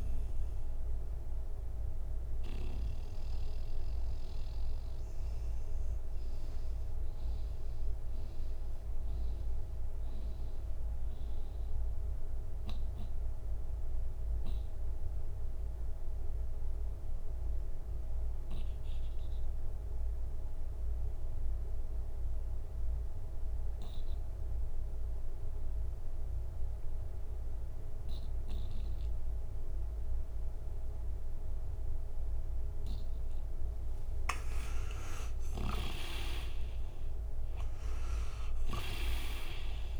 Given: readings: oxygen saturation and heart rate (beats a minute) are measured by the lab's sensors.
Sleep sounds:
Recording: breathing in sleep by a room microphone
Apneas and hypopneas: 1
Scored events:
0.00-19.00 s: oxygen desaturation (device-marked, oxygen 83% lowest, heart rate 61 extreme)
0.50-32.00 s: mixed apnea (oxygen 98% before, 83% lowest, heart rate 69 before, 61 extreme, up 13 after)
31.00-40.00 s: oxygen desaturation (device-marked, oxygen 98% before, 83% lowest, heart rate 62 before, 59 extreme)
34.00-39.50 s: arousal
From the record:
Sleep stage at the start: N2 (light sleep)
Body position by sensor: on the right side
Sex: male

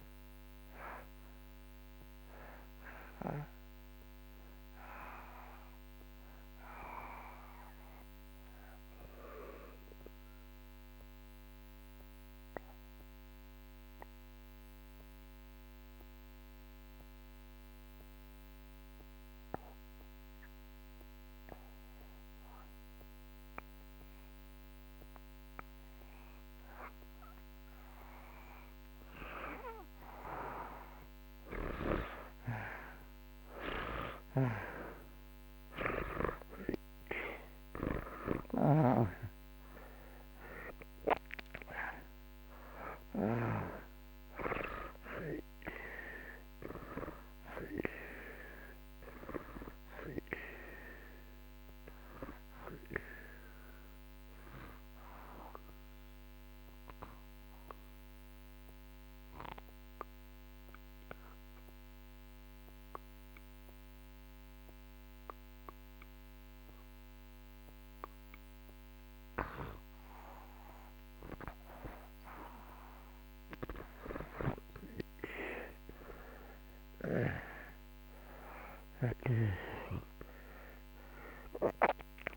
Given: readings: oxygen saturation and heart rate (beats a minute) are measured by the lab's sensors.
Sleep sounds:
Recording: breathing in sleep by a microphone on the trachea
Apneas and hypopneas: 2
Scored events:
0.00-18.50 s: oxygen desaturation (device-marked, oxygen 80% lowest)
9.50-26.50 s: mixed apnea (oxygen 95% before, 80% lowest)
30.00-35.00 s: arousal
35.50-68.50 s: oxygen desaturation (device-marked, oxygen 98% before, 80% lowest)
56.00-70.00 s: obstructive apnea (oxygen 98% before, 80% lowest)
74.00-79.00 s: arousal
From the record:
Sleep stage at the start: N2 (light sleep)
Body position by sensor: on the back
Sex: male

